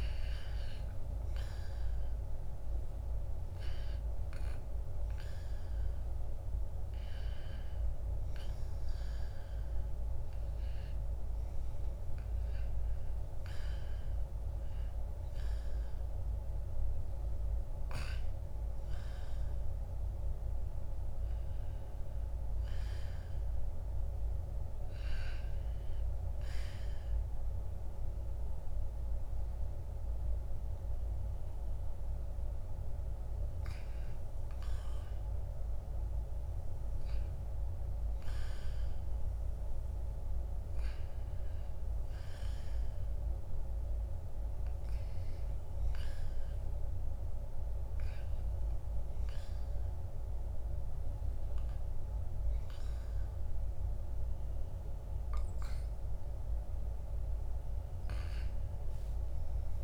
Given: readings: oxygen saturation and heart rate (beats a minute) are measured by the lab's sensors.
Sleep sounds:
breathing in sleep, hard to hear, by a room microphone; none
none scored
From the record:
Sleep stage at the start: REM sleep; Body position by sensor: on the back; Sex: male

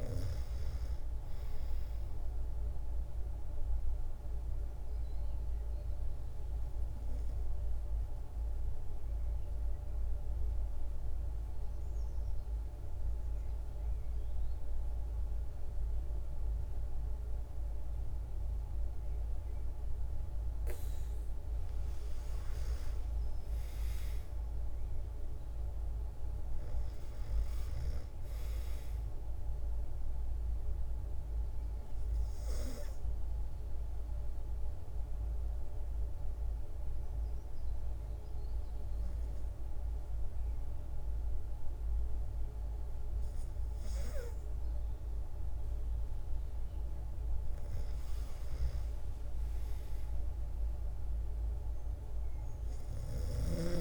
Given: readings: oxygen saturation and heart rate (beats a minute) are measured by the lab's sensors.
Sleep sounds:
breathing in sleep, hard to hear, by a room microphone; 2
3.50-20.00 s: obstructive apnea (oxygen 96% before, 92% lowest, heart rate 125 before, 99 extreme, up 30 after)
21.50-24.50 s: arousal
24.00-45.00 s: oxygen desaturation (device-marked, oxygen 97% before, 92% lowest, heart rate 155 before, 90 extreme)
31.00-45.00 s: obstructive apnea (oxygen 97% before, 92% lowest, heart rate 154 before, 90 extreme, up 43 after)
47.00-51.50 s: arousal
From the record:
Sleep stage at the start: N2 (light sleep); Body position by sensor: on the back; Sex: female

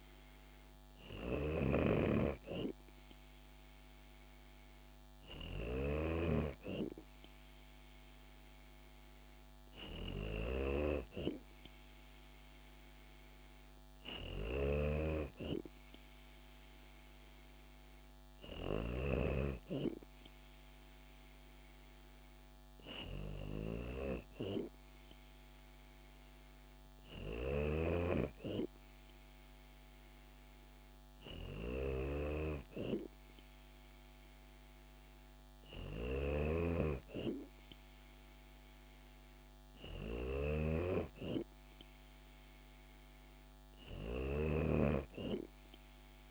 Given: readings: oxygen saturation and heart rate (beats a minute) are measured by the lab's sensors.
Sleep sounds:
breathing in sleep by a microphone on the trachea; none
none scored
From the record:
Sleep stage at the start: N2 (light sleep); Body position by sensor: on the back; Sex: female

